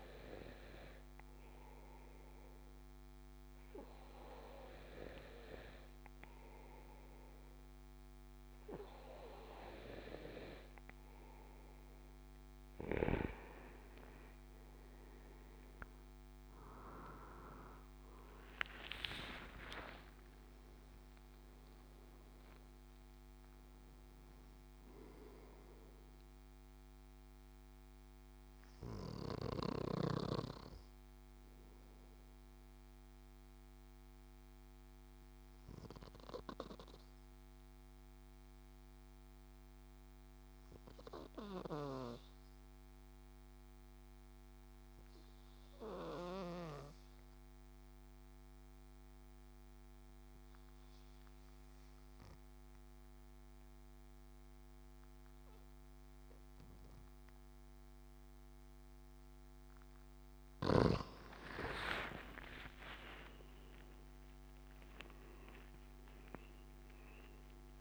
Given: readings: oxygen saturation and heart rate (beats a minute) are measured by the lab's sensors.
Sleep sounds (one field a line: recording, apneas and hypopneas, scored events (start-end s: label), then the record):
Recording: breathing in sleep by a microphone on the trachea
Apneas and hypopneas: 1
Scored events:
26.50-58.50 s: obstructive apnea (oxygen 96% before, 91% lowest, heart rate 78 before, 58 extreme, up 15 after)
54.50-67.81 s: oxygen desaturation (device-marked, oxygen 99% before, 92% lowest, heart rate 67 before, 58 extreme)
60.50-65.50 s: arousal
From the record:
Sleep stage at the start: N2 (light sleep)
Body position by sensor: on the back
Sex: male